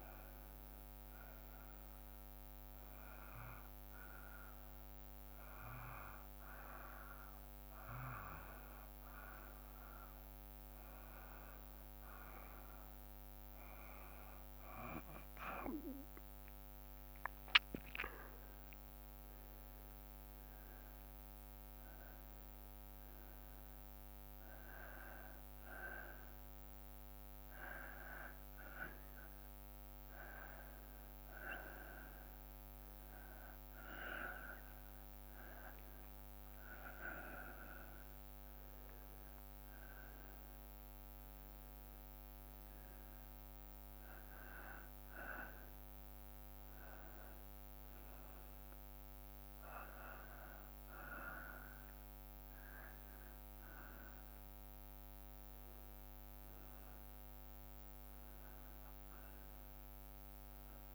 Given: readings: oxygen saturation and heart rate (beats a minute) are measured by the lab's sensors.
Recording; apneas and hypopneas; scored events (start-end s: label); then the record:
breathing in sleep by a microphone on the trachea; none
16.50-27.50 s: drop in pulse transit time (device-marked, heart rate 57 before, 58 extreme)
From the record:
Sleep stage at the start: N2 (light sleep); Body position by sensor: on the back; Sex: male